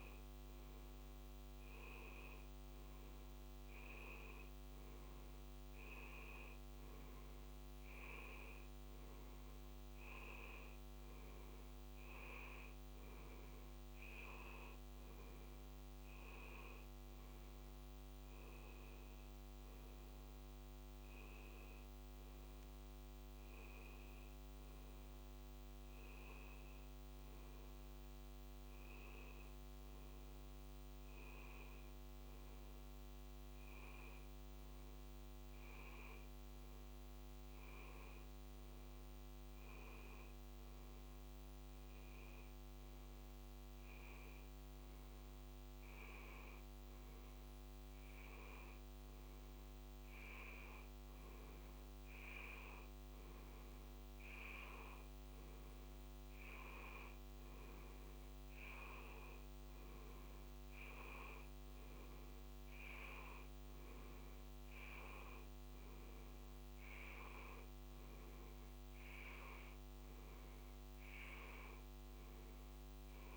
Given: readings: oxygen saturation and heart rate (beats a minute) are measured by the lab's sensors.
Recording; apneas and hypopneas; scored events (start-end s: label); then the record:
a person awake in a sleep study, hard to hear, by a microphone on the trachea; none
none scored
From the record:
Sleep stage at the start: awake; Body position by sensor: on the back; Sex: male